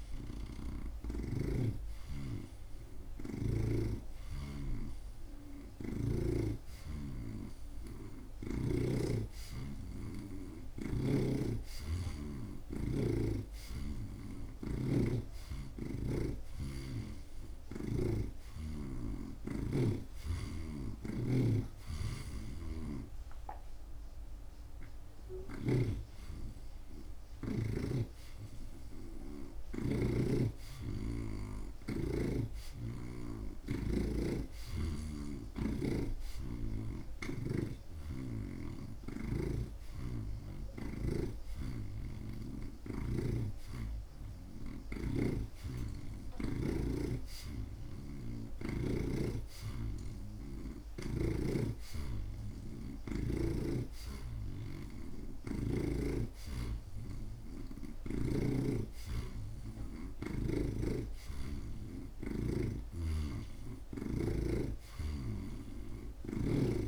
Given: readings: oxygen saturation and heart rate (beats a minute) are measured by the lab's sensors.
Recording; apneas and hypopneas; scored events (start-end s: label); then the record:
breathing in sleep by a room microphone; none
11.50-18.50 s: snoring (device-marked)
20.50-26.00 s: snoring (device-marked)
42.50-51.50 s: oxygen desaturation (device-marked, oxygen 83% before, 77% lowest)
48.00-51.50 s: snoring (device-marked)
58.50-66.50 s: oxygen desaturation (device-marked, oxygen 82% before, 78% lowest)
61.00-64.50 s: snoring (device-marked)
From the record:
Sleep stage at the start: N2 (light sleep); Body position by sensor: on the right side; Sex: male